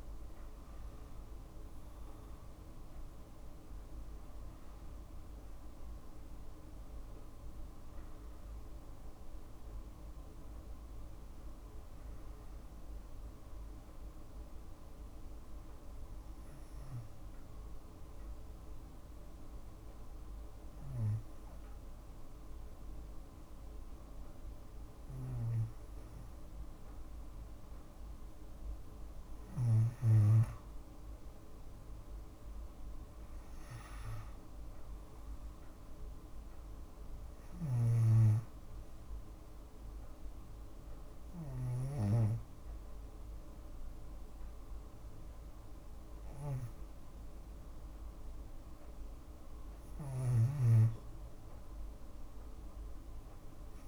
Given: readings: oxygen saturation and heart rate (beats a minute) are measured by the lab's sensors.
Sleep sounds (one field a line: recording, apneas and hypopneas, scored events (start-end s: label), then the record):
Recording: breathing in sleep by a room microphone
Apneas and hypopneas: 2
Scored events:
0.00-16.50 s: oxygen desaturation (device-marked, oxygen 92% lowest, heart rate 59 extreme)
14.00-25.00 s: obstructive apnea (oxygen 96% before, 92% lowest, heart rate 62 before, 59 extreme, up 2 after)
29.00-33.50 s: arousal
34.50-52.50 s: oxygen desaturation (device-marked, oxygen 96% before, 92% lowest, heart rate 60 before, 57 extreme)
38.50-49.50 s: obstructive apnea (oxygen 97% before, 92% lowest, heart rate 60 before, 57 extreme, up 2 after)
49.50-53.88 s: snoring (device-marked)
From the record:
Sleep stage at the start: N2 (light sleep)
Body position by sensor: on the left side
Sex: female